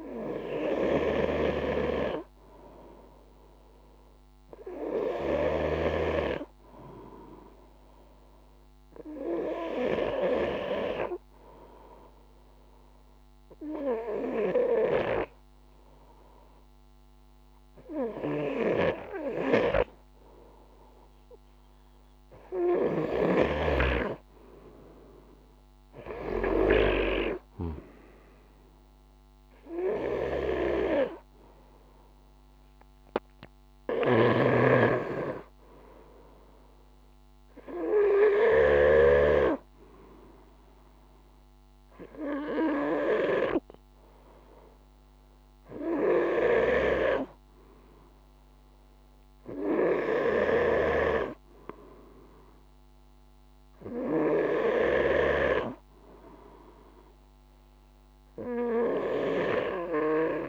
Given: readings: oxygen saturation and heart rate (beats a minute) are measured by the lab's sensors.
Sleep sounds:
breathing in sleep by a microphone on the trachea; none
0.00-4.50 s: snoring (device-marked)
22.00-27.00 s: snoring (device-marked)
29.00-38.00 s: snoring (device-marked)
49.00-54.50 s: snoring (device-marked)
From the record:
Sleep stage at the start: N2 (light sleep); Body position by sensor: on the front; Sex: male

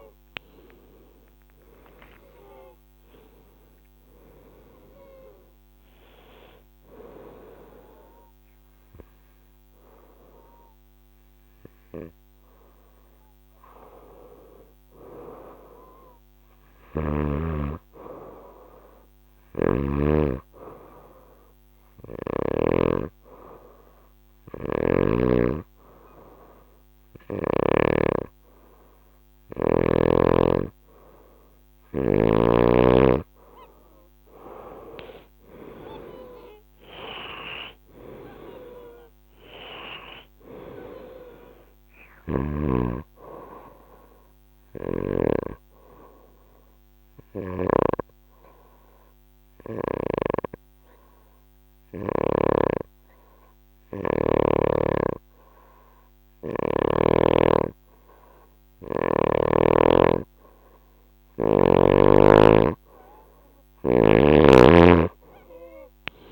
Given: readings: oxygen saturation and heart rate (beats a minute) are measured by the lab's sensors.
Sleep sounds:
breathing in sleep by a microphone on the trachea; 2
0.00-13.50 s: oxygen desaturation (device-marked, oxygen 91% lowest, heart rate 68 extreme)
19.00-22.50 s: snoring (device-marked)
20.50-32.00 s: hypopnea (oxygen 97% before, 89% lowest, heart rate 72 before, 70 extreme, up 5 after)
22.50-50.50 s: oxygen desaturation (device-marked, oxygen 97% before, 91% lowest, heart rate 72 before, 70 extreme)
35.00-39.50 s: arousal
41.50-45.00 s: snoring (device-marked)
45.50-58.00 s: obstructive apnea (oxygen 97% before, 89% lowest, heart rate 72 before, 71 extreme, up 2 after)
58.50-66.32 s: oxygen desaturation (device-marked, oxygen 96% before, 89% lowest, heart rate 73 before, 65 extreme)
From the record:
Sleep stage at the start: N2 (light sleep); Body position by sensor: on the right side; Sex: female

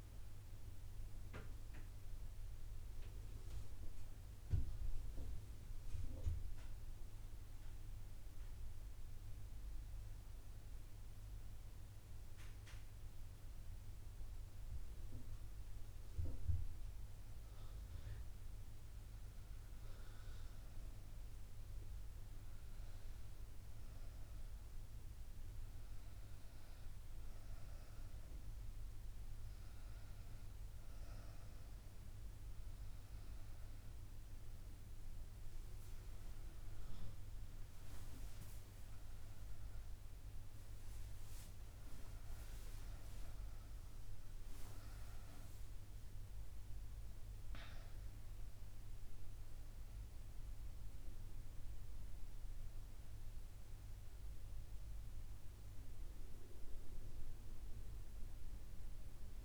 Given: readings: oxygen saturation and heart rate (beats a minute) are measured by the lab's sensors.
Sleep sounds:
breathing in sleep, hard to hear, by a room microphone; none
none scored
From the record:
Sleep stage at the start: REM sleep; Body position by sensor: on the right side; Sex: female

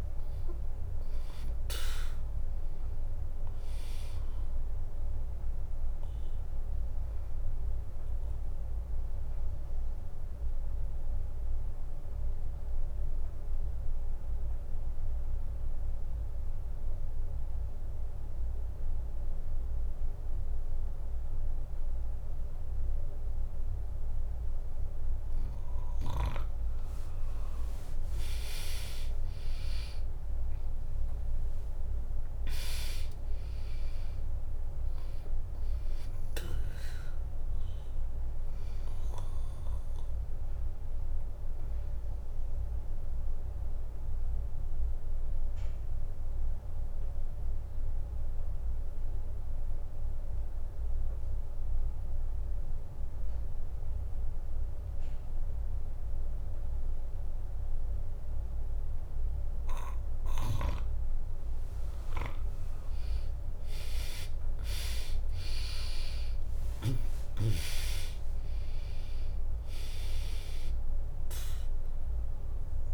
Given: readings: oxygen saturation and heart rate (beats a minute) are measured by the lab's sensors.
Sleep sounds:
breathing in sleep by a room microphone; 2
0.00-8.50 s: drop in pulse transit time (device-marked, heart rate 61 extreme)
8.00-26.00 s: obstructive apnea (oxygen 99% before, 94% lowest, heart rate 64 before, 62 extreme, up 5 after)
28.50-41.50 s: drop in pulse transit time (device-marked, heart rate 65 before, 63 extreme)
29.00-32.50 s: arousal
35.50-53.50 s: oxygen desaturation (device-marked, oxygen 99% before, 95% lowest, heart rate 65 before, 60 extreme)
40.00-59.50 s: obstructive apnea (oxygen 99% before, 94% lowest, heart rate 66 before, 60 extreme)
61.50-66.00 s: arousal
63.50-72.93 s: drop in pulse transit time (device-marked, heart rate 65 before, 61 extreme)
From the record:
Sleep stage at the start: N2 (light sleep); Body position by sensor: on the back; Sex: female

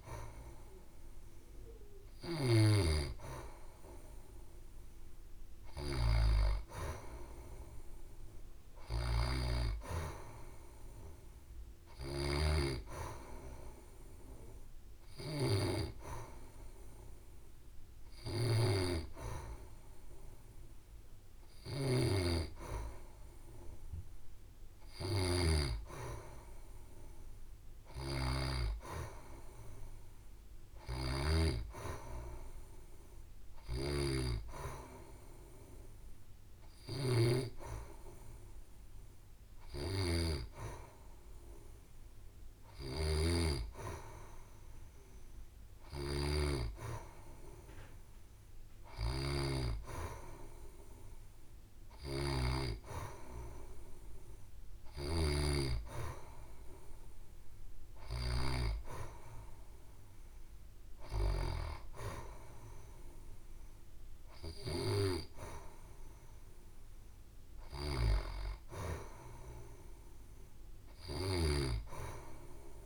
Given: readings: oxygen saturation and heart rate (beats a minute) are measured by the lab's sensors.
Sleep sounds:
breathing in sleep by a room microphone; none
none scored
From the record:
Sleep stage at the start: N2 (light sleep); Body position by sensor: on the back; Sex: female

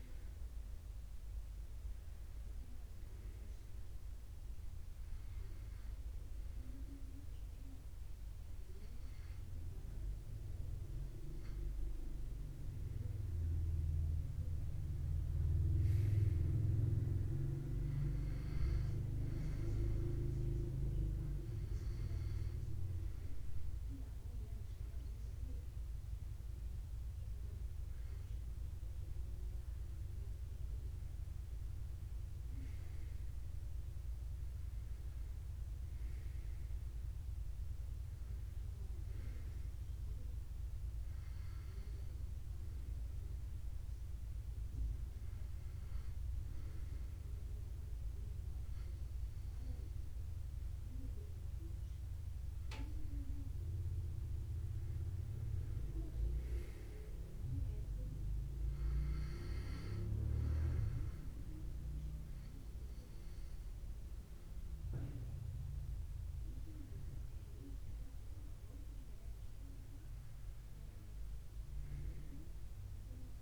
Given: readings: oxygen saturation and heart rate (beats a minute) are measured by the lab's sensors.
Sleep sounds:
breathing in sleep by a room microphone; 1
2.00-73.42 s: new sleep stage, N2 (light sleep)
41.00-54.00 s: hypopnea (oxygen 94% before, 92% lowest, heart rate 77 before, 73 extreme, up 0 after)
56.50-59.50 s: arousal
From the record:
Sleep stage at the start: N1 (lightest sleep); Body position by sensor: on the left side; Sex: male

